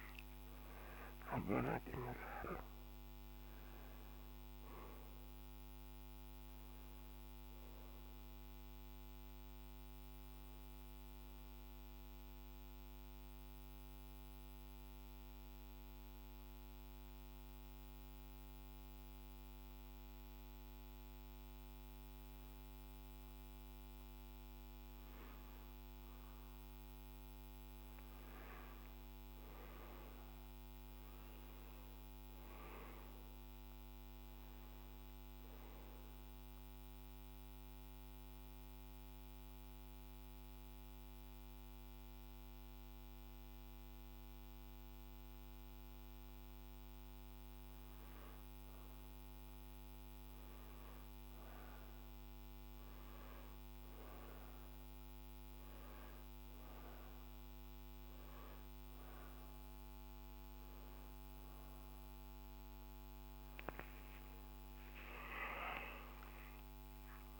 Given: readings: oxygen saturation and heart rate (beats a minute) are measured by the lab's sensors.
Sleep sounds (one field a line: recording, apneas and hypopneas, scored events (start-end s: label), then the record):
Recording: breathing in sleep, hard to hear, by a microphone on the trachea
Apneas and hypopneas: 2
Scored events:
0.00-17.50 s: oxygen desaturation (device-marked, oxygen 90% lowest, heart rate 58 extreme)
11.00-24.50 s: obstructive apnea (oxygen 97% before, 91% lowest, heart rate 71 before, 58 extreme, up 8 after)
28.00-33.00 s: arousal
29.50-46.50 s: oxygen desaturation (device-marked, oxygen 99% before, 92% lowest, heart rate 61 before, 58 extreme)
37.00-47.00 s: central apnea (oxygen 99% before, 92% lowest, heart rate 63 before, 58 extreme, up 8 after)
48.50-53.50 s: arousal
55.50-65.50 s: oxygen desaturation (device-marked, oxygen 98% before, 93% lowest, heart rate 62 before, 66 extreme)
From the record:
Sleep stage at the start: N2 (light sleep)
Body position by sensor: on the right side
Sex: male